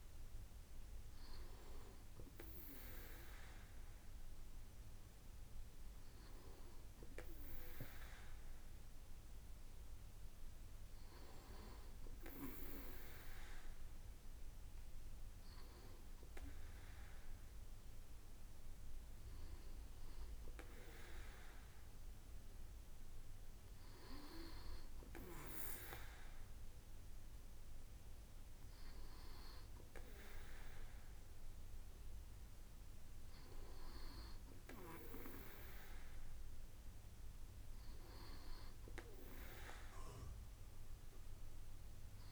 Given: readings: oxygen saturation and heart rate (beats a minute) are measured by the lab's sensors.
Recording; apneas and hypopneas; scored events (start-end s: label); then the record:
breathing in sleep by a room microphone; none
none scored
From the record:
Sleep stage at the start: N2 (light sleep); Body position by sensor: on the right side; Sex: male